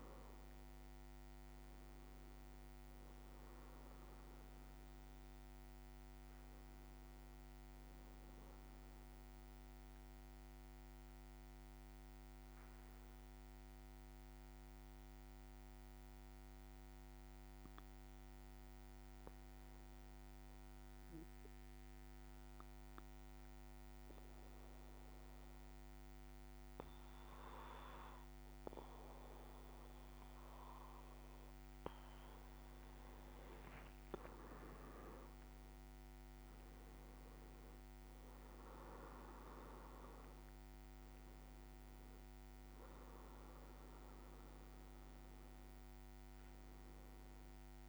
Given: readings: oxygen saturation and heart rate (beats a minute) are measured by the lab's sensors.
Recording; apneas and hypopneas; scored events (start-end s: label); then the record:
breathing in sleep by a microphone on the trachea; 1
20.50-32.50 s: obstructive apnea (oxygen 97% before, 95% lowest, heart rate 56 before, 52 extreme, up 4 after)
34.00-40.00 s: arousal
From the record:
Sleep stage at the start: N2 (light sleep); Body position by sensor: on the back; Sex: male